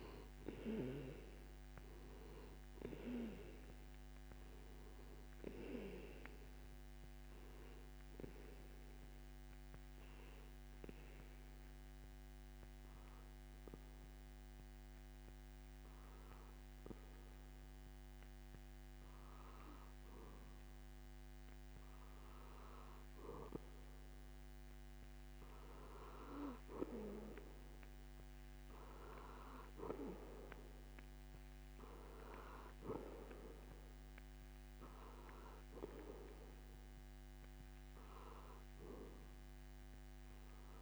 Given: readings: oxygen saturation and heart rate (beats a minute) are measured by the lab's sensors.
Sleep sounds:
breathing in sleep by a microphone on the trachea; 1
0.00-1.00 s: arousal
8.00-20.50 s: hypopnea (oxygen 92% before, 89% lowest)
24.00-27.00 s: arousal
From the record:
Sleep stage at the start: N2 (light sleep); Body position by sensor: on the back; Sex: male

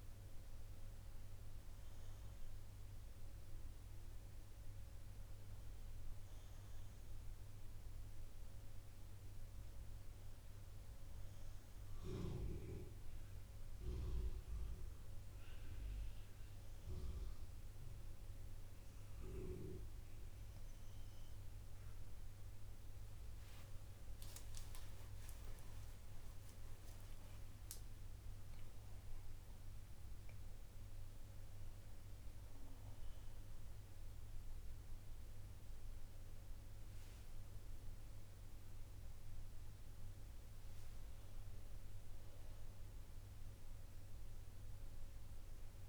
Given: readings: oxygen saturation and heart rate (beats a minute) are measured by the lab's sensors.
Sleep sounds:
a person awake in a sleep study, hard to hear, by a room microphone; none
10.00-40.00 s: new sleep stage, awake
40.00-45.89 s: new sleep stage, N1 (lightest sleep)
From the record:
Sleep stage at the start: N2 (light sleep); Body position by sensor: on the back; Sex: female

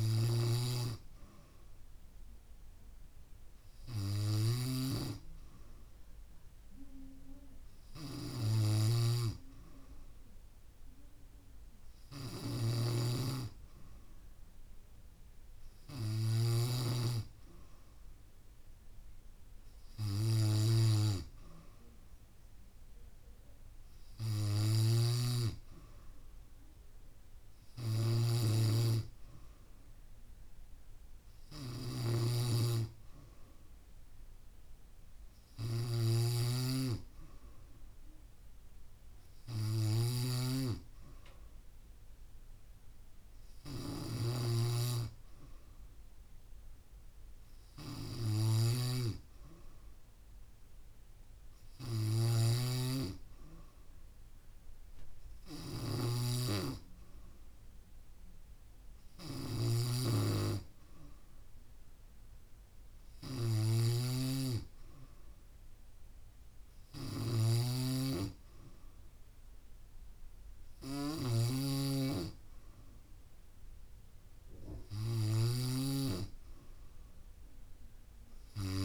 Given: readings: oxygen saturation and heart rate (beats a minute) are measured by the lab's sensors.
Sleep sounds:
breathing in sleep by a room microphone; none
0.00-17.00 s: snoring (device-marked)
25.00-78.85 s: snoring (device-marked)
From the record:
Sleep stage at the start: N3 (deep sleep); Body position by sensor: on the back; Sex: female

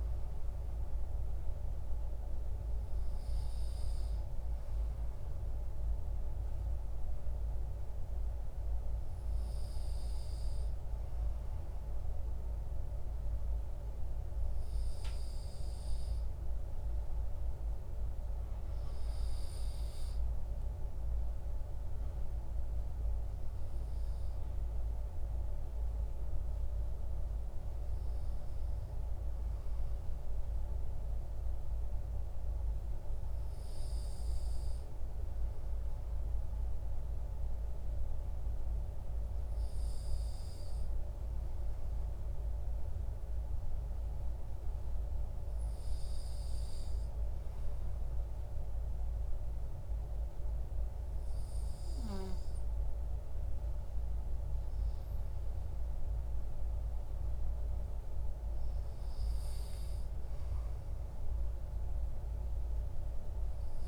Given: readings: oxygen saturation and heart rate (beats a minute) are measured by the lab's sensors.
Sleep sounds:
breathing in sleep, hard to hear, by a room microphone; none
none scored
From the record:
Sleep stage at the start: N2 (light sleep); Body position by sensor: on the back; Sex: male

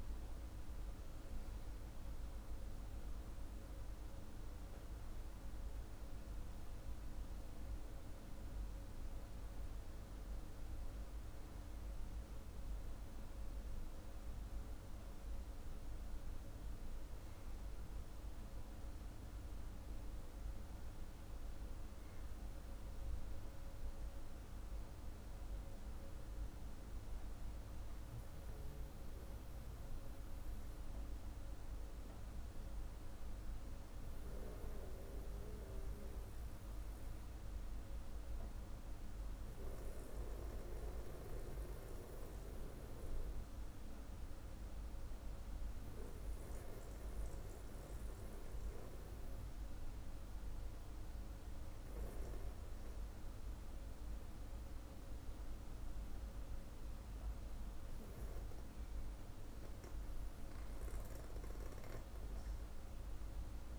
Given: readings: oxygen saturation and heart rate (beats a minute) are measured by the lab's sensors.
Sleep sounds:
breathing in sleep, hard to hear, by a room microphone; 1
32.00-36.00 s: arousal
39.50-59.00 s: hypopnea (oxygen 97% before, 94% lowest, heart rate 46 before, 46 extreme, up 29 after)
From the record:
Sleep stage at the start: N2 (light sleep); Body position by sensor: on the back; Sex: male

